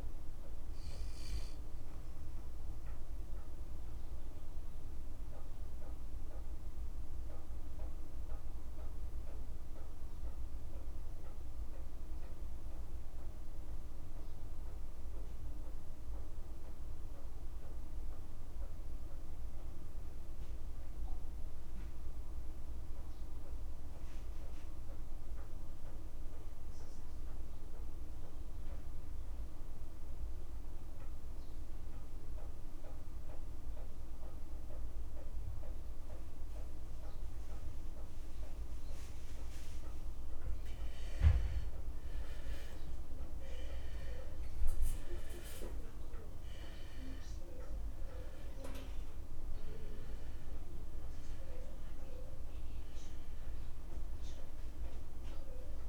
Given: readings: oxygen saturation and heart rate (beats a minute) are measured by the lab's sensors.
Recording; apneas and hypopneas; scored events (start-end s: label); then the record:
breathing in sleep, hard to hear, by a room microphone; 1
0.00-24.50 s: oxygen desaturation (device-marked, oxygen 87% lowest, heart rate 51 extreme)
3.50-39.50 s: obstructive apnea (oxygen 97% before, 83% lowest, heart rate 58 before, 51 extreme, up 5 after)
37.50-55.89 s: oxygen desaturation (device-marked, oxygen 98% before, 83% lowest, heart rate 52 before, 51 extreme)
42.50-47.00 s: arousal
From the record:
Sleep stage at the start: N2 (light sleep); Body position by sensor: on the back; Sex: male